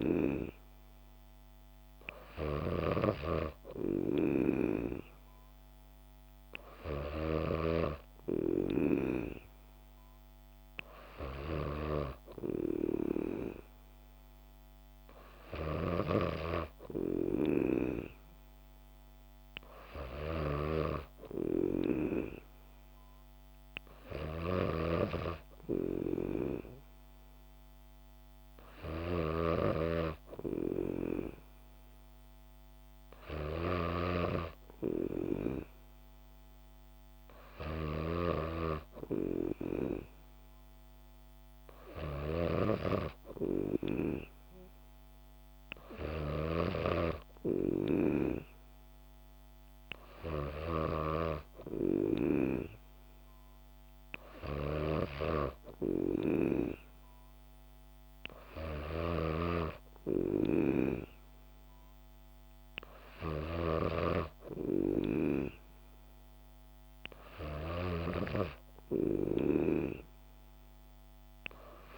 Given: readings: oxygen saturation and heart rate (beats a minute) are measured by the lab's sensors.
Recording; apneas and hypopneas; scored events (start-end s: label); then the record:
breathing in sleep by a microphone on the trachea; none
0.00-7.50 s: snoring (device-marked)
15.50-71.98 s: snoring (device-marked)
From the record:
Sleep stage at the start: N3 (deep sleep); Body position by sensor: on the back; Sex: female